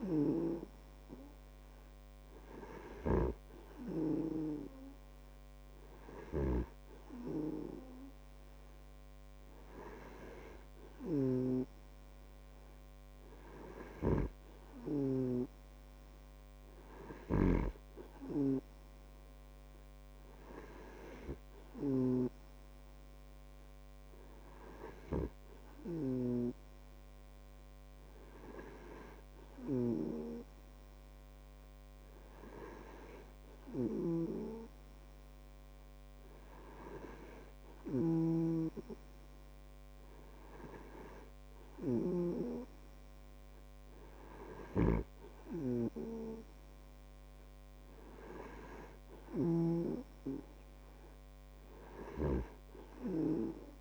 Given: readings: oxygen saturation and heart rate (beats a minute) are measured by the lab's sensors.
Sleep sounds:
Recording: breathing in sleep by a microphone on the trachea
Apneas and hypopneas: none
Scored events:
0.00-4.00 s: snoring (device-marked)
11.50-18.00 s: snoring (device-marked)
38.50-43.00 s: snoring (device-marked)
45.00-50.50 s: snoring (device-marked)
52.50-53.81 s: snoring (device-marked)
From the record:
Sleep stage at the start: N2 (light sleep)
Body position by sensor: on the back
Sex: male

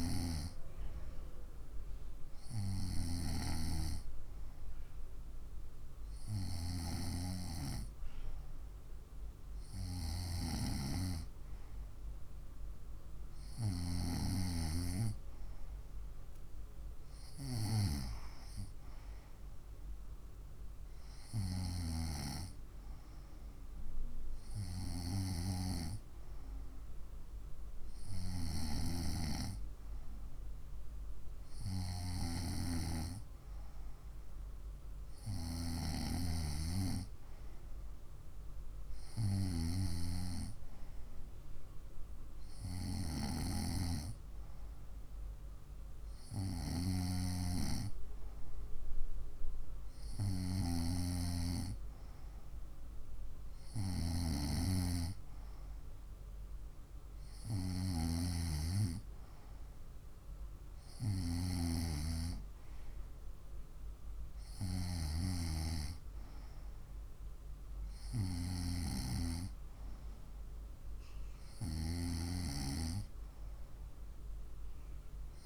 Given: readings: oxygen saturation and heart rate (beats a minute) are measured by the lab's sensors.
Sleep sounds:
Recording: breathing in sleep by a room microphone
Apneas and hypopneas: none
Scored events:
none scored
From the record:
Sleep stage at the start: N2 (light sleep)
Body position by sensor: on the right side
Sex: female

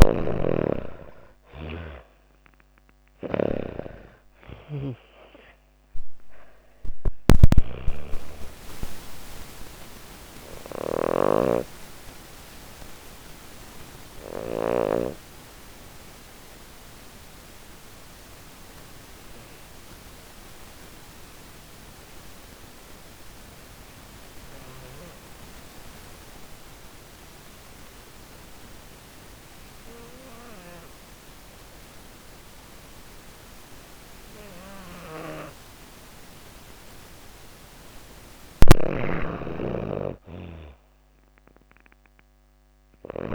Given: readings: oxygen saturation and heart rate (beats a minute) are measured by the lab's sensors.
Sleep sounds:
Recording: breathing in sleep by a microphone on the trachea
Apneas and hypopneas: 1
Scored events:
0.00-14.00 s: snoring (device-marked)
0.00-24.00 s: oxygen desaturation (device-marked, oxygen 85% lowest)
14.00-35.50 s: obstructive apnea (oxygen 97% before, 85% lowest)
34.00-43.35 s: oxygen desaturation (device-marked, oxygen 99% before, 87% lowest)
37.50-42.50 s: snoring (device-marked)
38.00-41.50 s: arousal
From the record:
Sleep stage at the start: N2 (light sleep)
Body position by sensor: on the back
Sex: female

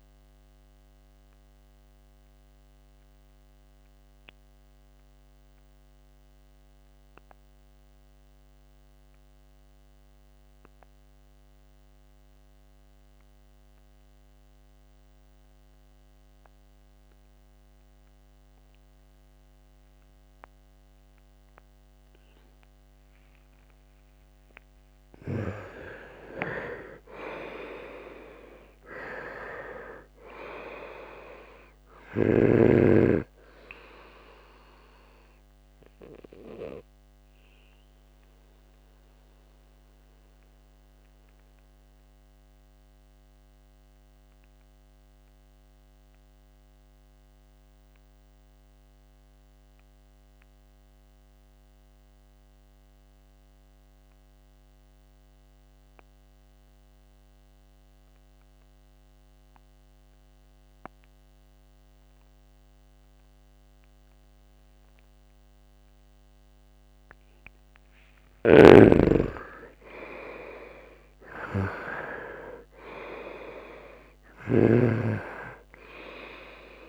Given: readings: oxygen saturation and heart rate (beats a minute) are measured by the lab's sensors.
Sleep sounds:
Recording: breathing in sleep by a microphone on the trachea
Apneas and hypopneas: 2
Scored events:
0.00-8.50 s: oxygen desaturation (device-marked, oxygen 80% lowest, heart rate 65 extreme)
0.50-24.50 s: mixed apnea (oxygen 97% before, 78% lowest, heart rate 74 before, 64 extreme, up 15 after)
23.50-54.50 s: oxygen desaturation (device-marked, oxygen 99% before, 78% lowest, heart rate 71 before, 64 extreme)
26.50-31.00 s: arousal
37.50-66.50 s: mixed apnea (oxygen 99% before, 78% lowest, heart rate 72 before, 64 extreme, up 9 after)
66.50-76.89 s: oxygen desaturation (device-marked, oxygen 99% before, 79% lowest, heart rate 68 before, 66 extreme)
68.00-74.00 s: snoring (device-marked)
69.00-73.50 s: arousal
From the record:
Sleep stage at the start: N2 (light sleep)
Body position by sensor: on the right side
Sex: male

